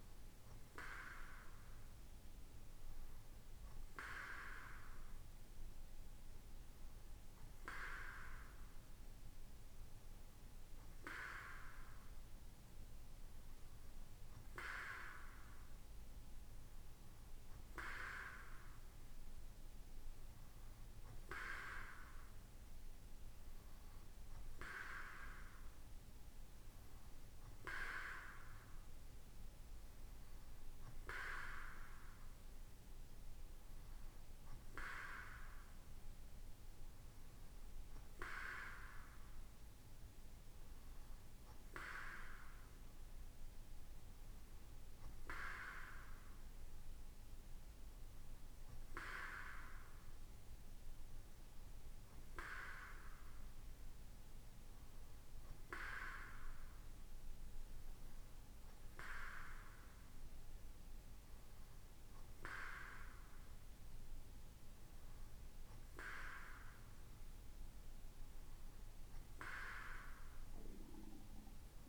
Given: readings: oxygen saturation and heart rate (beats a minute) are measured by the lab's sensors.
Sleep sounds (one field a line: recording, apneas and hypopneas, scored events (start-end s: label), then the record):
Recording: breathing in sleep by a room microphone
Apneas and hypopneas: none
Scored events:
none scored
From the record:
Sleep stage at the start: N2 (light sleep)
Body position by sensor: on the right side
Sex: male